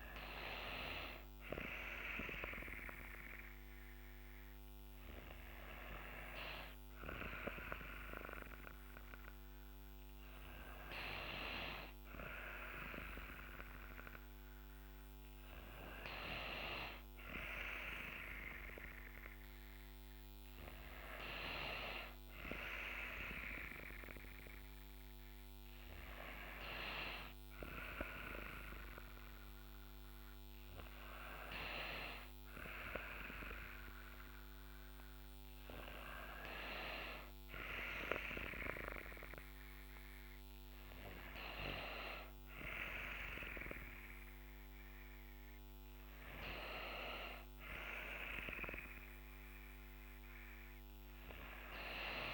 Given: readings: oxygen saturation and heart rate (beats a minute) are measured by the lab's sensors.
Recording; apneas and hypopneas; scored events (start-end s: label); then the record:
breathing in sleep by a microphone on the trachea; none
none scored
From the record:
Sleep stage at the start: N2 (light sleep); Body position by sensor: on the back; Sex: female